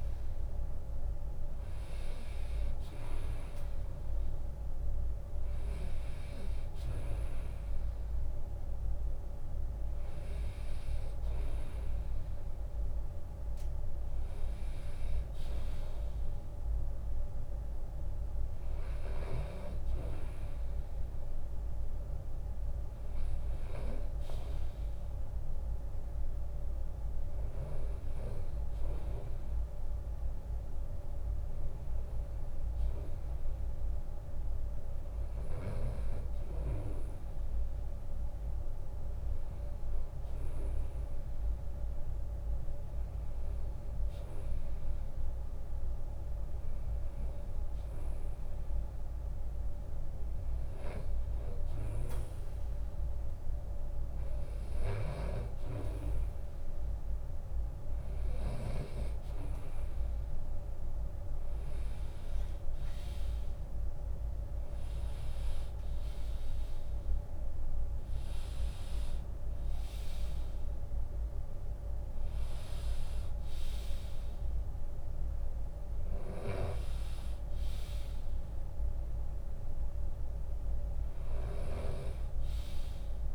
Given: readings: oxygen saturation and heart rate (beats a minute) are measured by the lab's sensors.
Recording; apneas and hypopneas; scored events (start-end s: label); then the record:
breathing in sleep by a room microphone; none
20.00-22.00 s: long interval between heartbeats (device-marked, heart rate 76 before, 73 extreme)
54.00-58.00 s: snoring (device-marked)
63.50-75.50 s: drop in pulse transit time (device-marked, heart rate 77 before, 70 extreme)
65.00-68.50 s: arousal
71.50-73.50 s: long interval between heartbeats (device-marked, heart rate 75 before, 79 extreme)
75.50-81.00 s: snoring (device-marked)
From the record:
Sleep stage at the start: REM sleep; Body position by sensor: on the right side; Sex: male